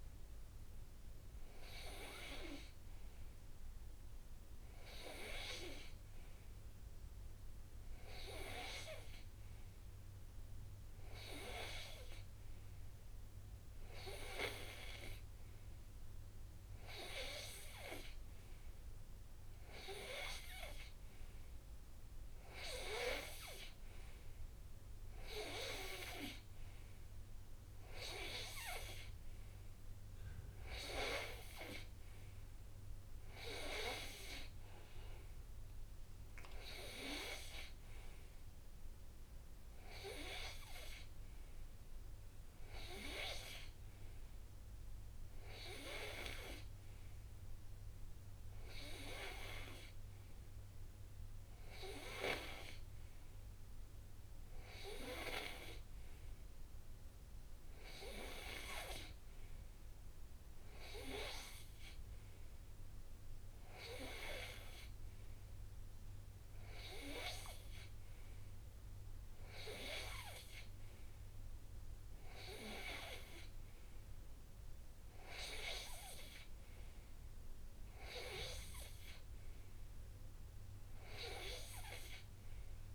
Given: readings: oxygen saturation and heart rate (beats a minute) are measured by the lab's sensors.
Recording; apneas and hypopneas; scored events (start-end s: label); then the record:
breathing in sleep by a room microphone; none
none scored
From the record:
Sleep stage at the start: N2 (light sleep); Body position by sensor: on the right side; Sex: male